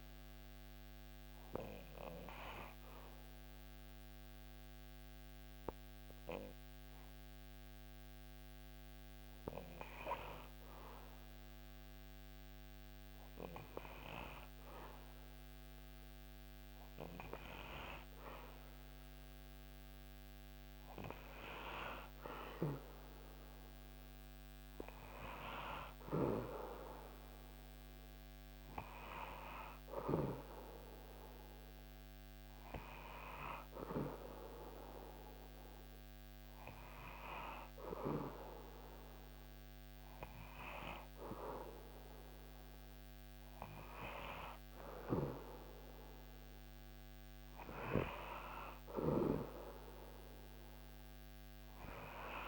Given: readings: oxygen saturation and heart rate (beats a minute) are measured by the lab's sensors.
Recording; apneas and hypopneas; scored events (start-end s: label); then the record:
breathing in sleep by a microphone on the trachea; 2
0.50-17.50 s: obstructive apnea (oxygen 99% before, 95% lowest, heart rate 76 before, 72 extreme, up 4 after)
20.00-23.50 s: arousal
29.50-45.50 s: obstructive apnea (oxygen 98% before, 94% lowest, heart rate 74 before, 73 extreme, up 4 after)
47.50-52.00 s: arousal
From the record:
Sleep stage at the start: N2 (light sleep); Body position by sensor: on the back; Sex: male